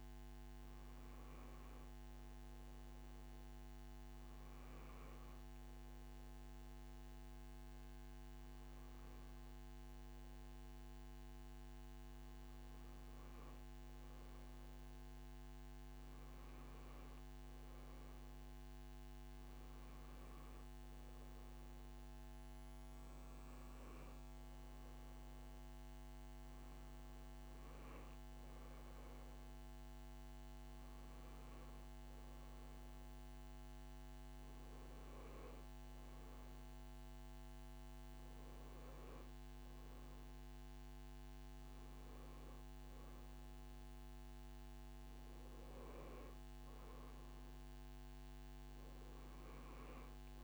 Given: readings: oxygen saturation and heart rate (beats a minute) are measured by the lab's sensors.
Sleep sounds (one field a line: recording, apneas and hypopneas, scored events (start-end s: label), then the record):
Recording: a person awake in a sleep study, hard to hear, by a microphone on the trachea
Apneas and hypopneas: none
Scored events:
none scored
From the record:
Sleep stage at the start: awake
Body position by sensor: on the back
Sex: female